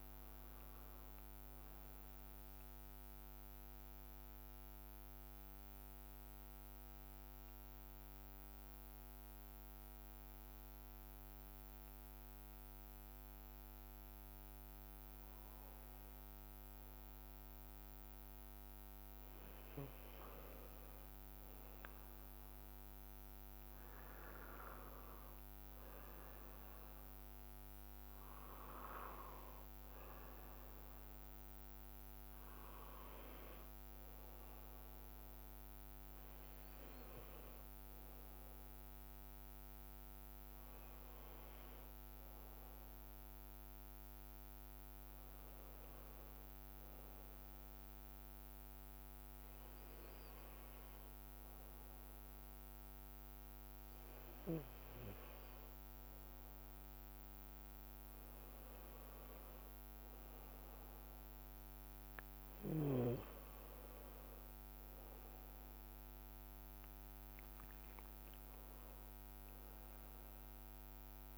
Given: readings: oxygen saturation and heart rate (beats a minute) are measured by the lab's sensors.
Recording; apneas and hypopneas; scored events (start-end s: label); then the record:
breathing in sleep, hard to hear, by a microphone on the trachea; 2
0.00-6.00 s: oxygen desaturation (device-marked, oxygen 91% lowest)
2.50-19.50 s: mixed apnea (oxygen 95% before, 90% lowest)
21.00-25.50 s: arousal
22.00-71.37 s: new sleep stage, N2 (light sleep)
29.00-40.00 s: oxygen desaturation (device-marked, oxygen 93% before, 90% lowest)
46.00-63.50 s: hypopnea (oxygen 93% before, 90% lowest)
66.00-71.00 s: arousal
From the record:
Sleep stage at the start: N1 (lightest sleep); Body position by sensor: on the right side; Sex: male